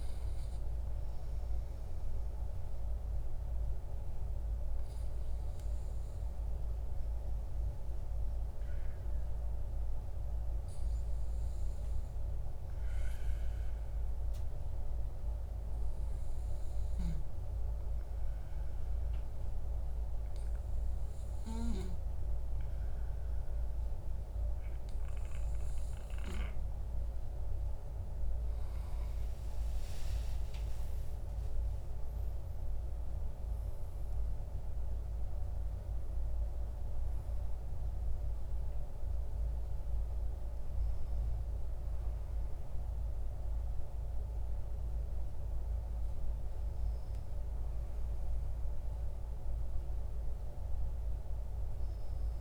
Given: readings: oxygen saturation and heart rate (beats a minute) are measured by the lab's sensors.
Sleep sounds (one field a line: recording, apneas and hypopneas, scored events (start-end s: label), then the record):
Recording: breathing in sleep, hard to hear, by a room microphone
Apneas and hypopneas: 1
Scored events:
7.00-25.00 s: obstructive apnea (oxygen 98% before, 94% lowest, heart rate 47 before, 42 extreme, up 28 after)
27.00-31.00 s: arousal
From the record:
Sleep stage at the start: N2 (light sleep)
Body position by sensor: on the back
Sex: male